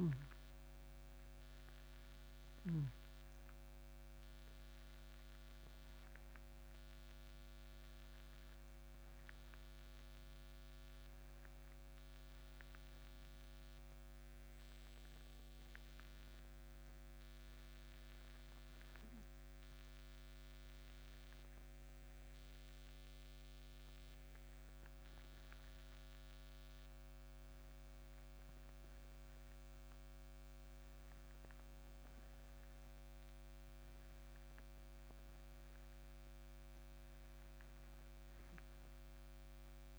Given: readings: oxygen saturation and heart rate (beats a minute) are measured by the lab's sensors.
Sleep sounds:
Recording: breathing in sleep, hard to hear, by a microphone on the trachea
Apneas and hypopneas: 1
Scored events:
0.00-3.50 s: snoring (device-marked)
0.00-4.50 s: arousal
20.50-33.00 s: hypopnea (oxygen 96% before, 91% lowest, heart rate 63 before, 59 extreme, up 3 after)
22.50-39.50 s: oxygen desaturation (device-marked, oxygen 95% before, 91% lowest, heart rate 63 before, 59 extreme)
35.00-39.50 s: arousal
From the record:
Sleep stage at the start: N2 (light sleep)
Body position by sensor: on the back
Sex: male

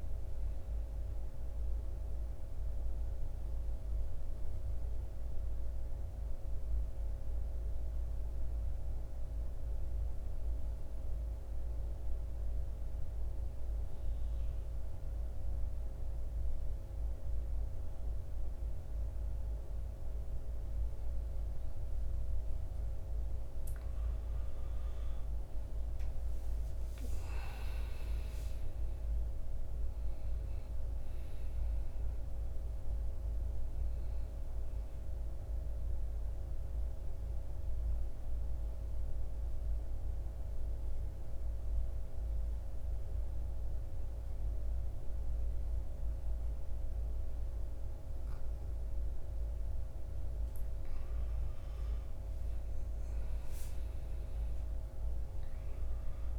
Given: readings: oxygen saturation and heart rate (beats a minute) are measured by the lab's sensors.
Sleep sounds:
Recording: breathing in sleep, hard to hear, by a room microphone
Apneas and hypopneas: 2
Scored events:
0.00-23.50 s: oxygen desaturation (device-marked, oxygen 88% lowest, heart rate 50 extreme)
6.00-22.00 s: central apnea (oxygen 97% before, 88% lowest, heart rate 59 before, 50 extreme, up 14 after)
23.50-28.00 s: arousal
35.00-50.00 s: mixed apnea (oxygen 98% before, 88% lowest, heart rate 57 before, 50 extreme, up 7 after)
35.50-49.50 s: oxygen desaturation (device-marked, oxygen 98% before, 91% lowest, heart rate 58 before, 50 extreme)
51.50-54.50 s: arousal
From the record:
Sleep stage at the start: N2 (light sleep)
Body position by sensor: on the back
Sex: male

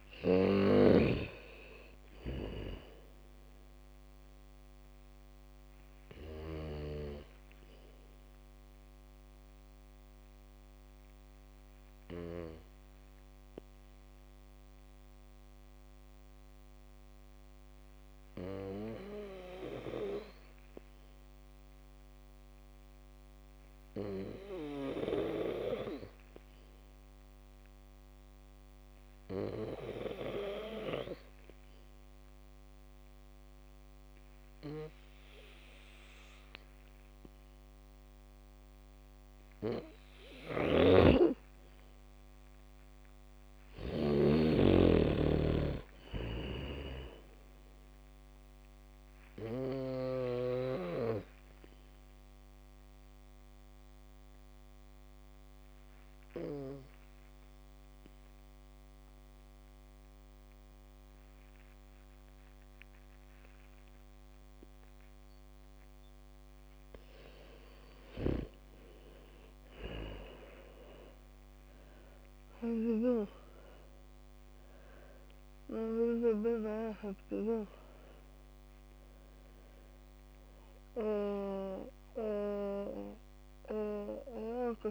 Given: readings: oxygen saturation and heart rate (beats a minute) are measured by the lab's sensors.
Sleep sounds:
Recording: breathing in sleep by a microphone on the trachea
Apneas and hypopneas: 2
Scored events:
0.00-1.00 s: arousal
0.00-19.50 s: oxygen desaturation (device-marked, oxygen 84% lowest, heart rate 58 extreme)
7.00-39.00 s: obstructive apnea (oxygen 99% before, 83% lowest, heart rate 62 before, 58 extreme, up 3 after)
28.50-65.50 s: oxygen desaturation (device-marked, oxygen 99% before, 84% lowest, heart rate 72 before, 47 extreme)
39.50-43.50 s: bradycardia (device-marked, heart rate 63 before, 59 extreme)
42.00-45.00 s: arousal
52.50-67.50 s: obstructive apnea (oxygen 98% before, 83% lowest, heart rate 67 before, 47 extreme, up 0 after)
67.50-72.50 s: bradycardia (device-marked, heart rate 63 before, 47 extreme)
71.50-84.91 s: new sleep stage, awake
71.50-84.91 s: oxygen desaturation (device-marked, oxygen 97% before, 83% lowest, heart rate 73 before, 69 extreme)
From the record:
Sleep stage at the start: N2 (light sleep)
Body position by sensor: on the back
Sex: female

